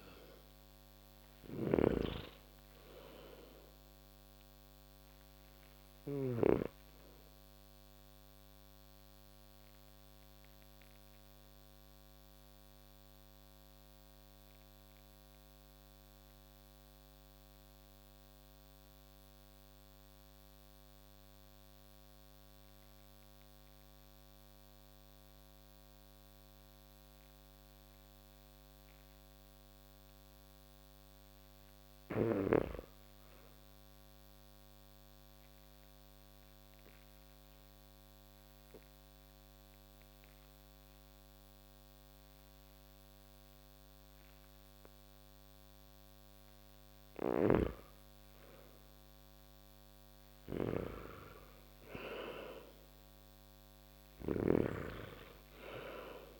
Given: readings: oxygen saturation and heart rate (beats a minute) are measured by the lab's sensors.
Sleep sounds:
breathing in sleep by a microphone on the trachea; 1
0.00-6.00 s: snoring (device-marked)
0.00-25.00 s: oxygen desaturation (device-marked, oxygen 80% lowest)
9.50-46.00 s: mixed apnea (oxygen 98% before, 80% lowest)
38.00-46.00 s: oxygen desaturation (device-marked, oxygen 98% before, 92% lowest)
46.50-56.39 s: snoring (device-marked)
48.00-52.00 s: arousal
48.00-56.39 s: oxygen desaturation (device-marked, oxygen 95% before, 83% lowest)
From the record:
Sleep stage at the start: N2 (light sleep); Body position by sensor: on the back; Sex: male

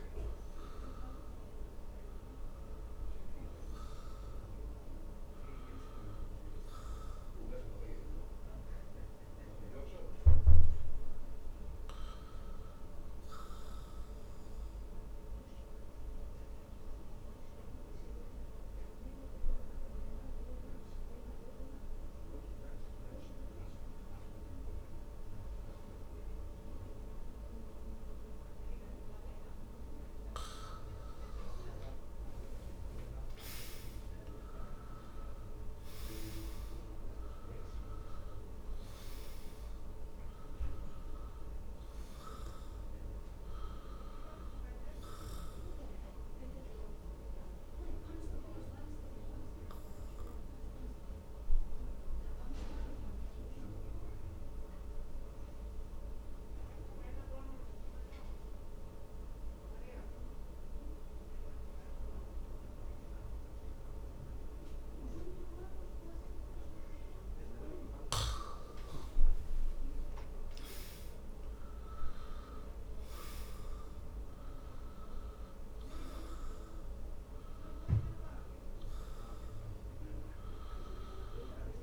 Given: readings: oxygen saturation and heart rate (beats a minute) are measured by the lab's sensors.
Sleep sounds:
breathing in sleep by a room microphone; 2
0.00-17.00 s: oxygen desaturation (device-marked, oxygen 86% lowest, heart rate 55 extreme)
3.50-31.50 s: obstructive apnea (oxygen 97% before, 86% lowest, heart rate 68 before, 52 extreme, up 14 after)
33.00-63.00 s: oxygen desaturation (device-marked, oxygen 97% before, 89% lowest, heart rate 59 before, 52 extreme)
33.50-37.00 s: arousal
46.00-68.50 s: obstructive apnea (oxygen 97% before, 89% lowest, heart rate 66 before, 52 extreme, up 15 after)
69.50-73.00 s: arousal
74.00-81.83 s: oxygen desaturation (device-marked, oxygen 97% before, 89% lowest, heart rate 58 before, 52 extreme)
From the record:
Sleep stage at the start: N2 (light sleep); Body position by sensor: on the back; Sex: male

